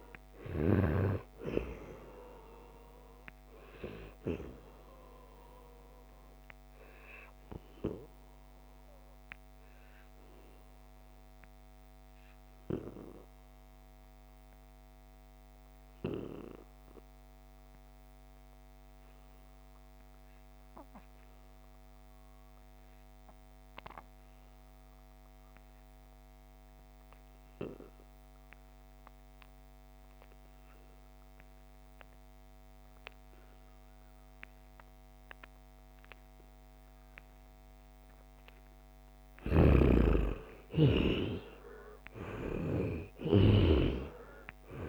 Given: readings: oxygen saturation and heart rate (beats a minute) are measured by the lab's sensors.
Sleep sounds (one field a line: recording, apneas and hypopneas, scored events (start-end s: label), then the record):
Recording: breathing in sleep by a microphone on the trachea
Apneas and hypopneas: 1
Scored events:
0.00-18.00 s: oxygen desaturation (device-marked, oxygen 88% lowest, heart rate 68 extreme)
3.50-38.00 s: obstructive apnea (oxygen 98% before, 87% lowest, heart rate 73 before, 68 extreme, up 4 after)
35.00-44.89 s: oxygen desaturation (device-marked, oxygen 97% before, 87% lowest, heart rate 70 before, 68 extreme)
39.00-43.50 s: snoring (device-marked)
40.00-44.89 s: arousal
From the record:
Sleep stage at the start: REM sleep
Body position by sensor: on the back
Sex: male